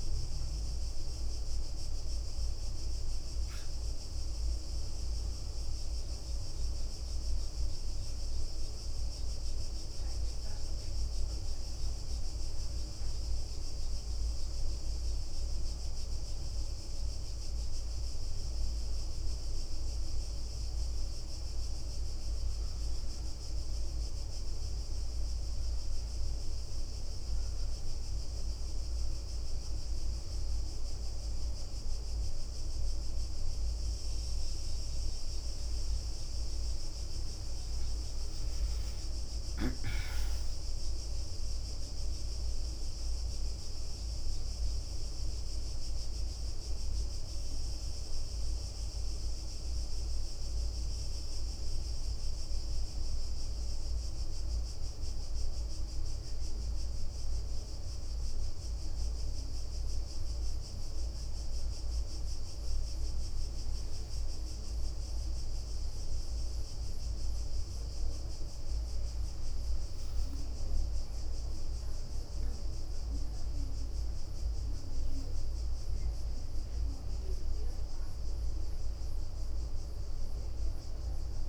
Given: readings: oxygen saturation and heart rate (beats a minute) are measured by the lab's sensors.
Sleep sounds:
breathing in sleep, hard to hear, by a room microphone; 1
8.50-15.50 s: leg movement (device-marked)
10.50-25.50 s: mixed apnea (oxygen 100% before, 93% lowest, heart rate 68 before, 62 extreme, up 9 after)
19.00-21.00 s: leg movement (device-marked)
26.00-34.00 s: leg movement (device-marked)
28.00-44.00 s: oxygen desaturation (device-marked, oxygen 97% before, 93% lowest, heart rate 65 before, 68 extreme)
32.00-35.50 s: arousal
36.00-41.50 s: leg movement (device-marked)
45.00-51.50 s: leg movement (device-marked)
53.50-56.00 s: leg movement (device-marked)
60.50-66.00 s: leg movement (device-marked)
68.00-72.50 s: leg movement (device-marked)
69.50-74.00 s: arousal
73.50-78.50 s: leg movement (device-marked)
80.00-81.49 s: leg movement (device-marked)
From the record:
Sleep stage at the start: N1 (lightest sleep); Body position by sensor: on the back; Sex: female

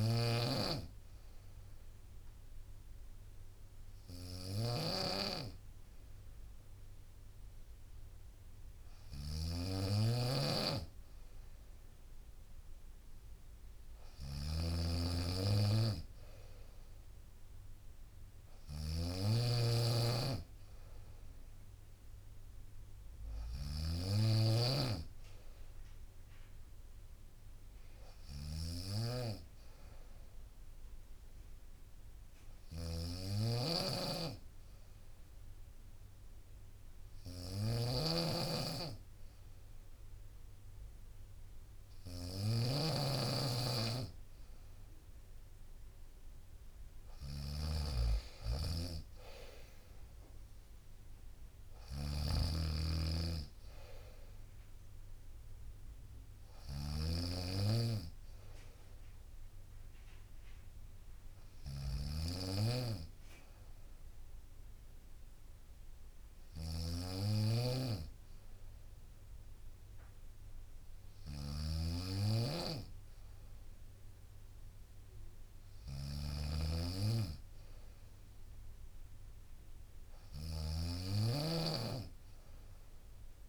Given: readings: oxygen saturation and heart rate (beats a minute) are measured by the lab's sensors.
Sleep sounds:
breathing in sleep by a room microphone; none
0.00-83.49 s: snoring (device-marked)
From the record:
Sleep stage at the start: N2 (light sleep); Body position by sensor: on the right side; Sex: female

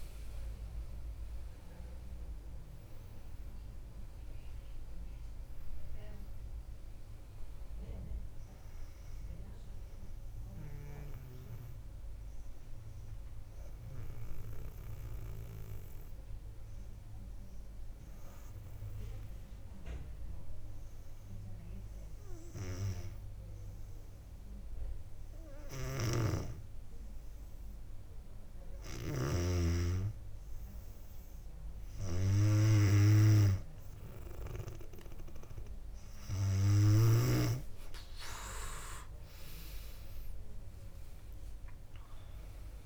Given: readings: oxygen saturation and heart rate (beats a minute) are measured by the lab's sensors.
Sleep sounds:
breathing in sleep by a room microphone; 1
0.00-13.00 s: drop in pulse transit time (device-marked, heart rate 61 before, 57 extreme)
3.50-5.50 s: long interval between heartbeats (device-marked, heart rate 62 before, 73 extreme)
12.50-27.50 s: obstructive apnea (oxygen 99% before, 96% lowest, heart rate 65 before, 55 extreme, up 7 after)
26.00-29.50 s: snoring (device-marked)
39.50-42.86 s: arousal
From the record:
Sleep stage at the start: N2 (light sleep); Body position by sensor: on the back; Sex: female

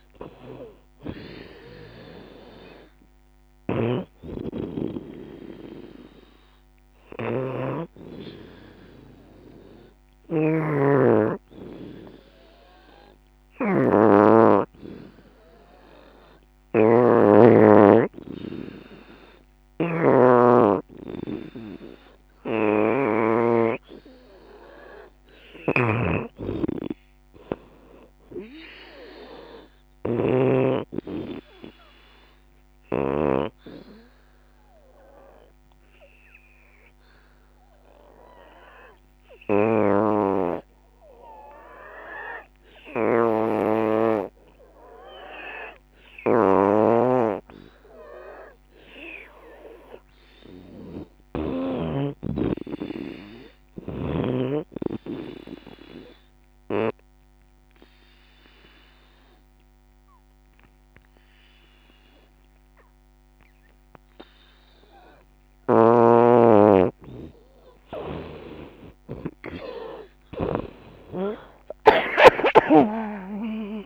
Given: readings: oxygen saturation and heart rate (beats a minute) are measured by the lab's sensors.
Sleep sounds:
breathing in sleep by a microphone on the trachea; 3
0.00-2.50 s: arousal
0.00-7.50 s: drop in pulse transit time (device-marked, heart rate 76 extreme)
0.00-16.50 s: oxygen desaturation (device-marked, oxygen 79% lowest, heart rate 64 extreme)
9.50-23.00 s: hypopnea (oxygen 84% before, 77% lowest, heart rate 83 before, 64 extreme, up 14 after)
21.50-43.50 s: oxygen desaturation (device-marked, oxygen 92% before, 84% lowest, heart rate 78 before, 64 extreme)
25.50-29.50 s: arousal
34.00-48.00 s: obstructive apnea (oxygen 92% before, 77% lowest, heart rate 80 before, 64 extreme, up 23 after)
48.50-56.50 s: drop in pulse transit time (device-marked, heart rate 76 before, 84 extreme)
48.50-69.50 s: oxygen desaturation (device-marked, oxygen 90% before, 82% lowest, heart rate 76 before, 68 extreme)
50.50-53.50 s: arousal
55.50-66.50 s: obstructive apnea (oxygen 90% before, 77% lowest, heart rate 76 before, 68 extreme, up 25 after)
63.00-65.00 s: long interval between heartbeats (device-marked, heart rate 81 before, 76 extreme)
69.50-73.86 s: drop in pulse transit time (device-marked, heart rate 81 before, 78 extreme)
70.00-73.86 s: arousal
71.50-73.86 s: oxygen desaturation (device-marked, oxygen 89% before, 77% lowest, heart rate 80 before, 73 extreme)
From the record:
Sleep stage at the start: N2 (light sleep); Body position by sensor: on the back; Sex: female

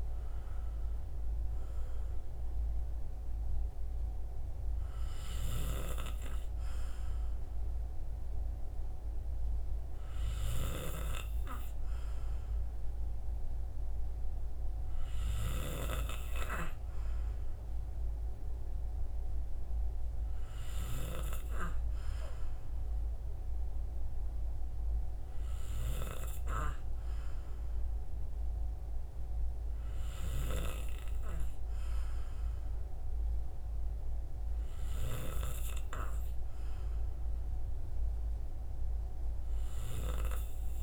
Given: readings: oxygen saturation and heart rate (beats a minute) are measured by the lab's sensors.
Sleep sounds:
breathing in sleep by a room microphone; none
0.00-1.50 s: arousal
0.00-13.00 s: oxygen desaturation (device-marked, oxygen 91% lowest, heart rate 57 extreme)
From the record:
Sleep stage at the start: N2 (light sleep); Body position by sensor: on the right side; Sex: male

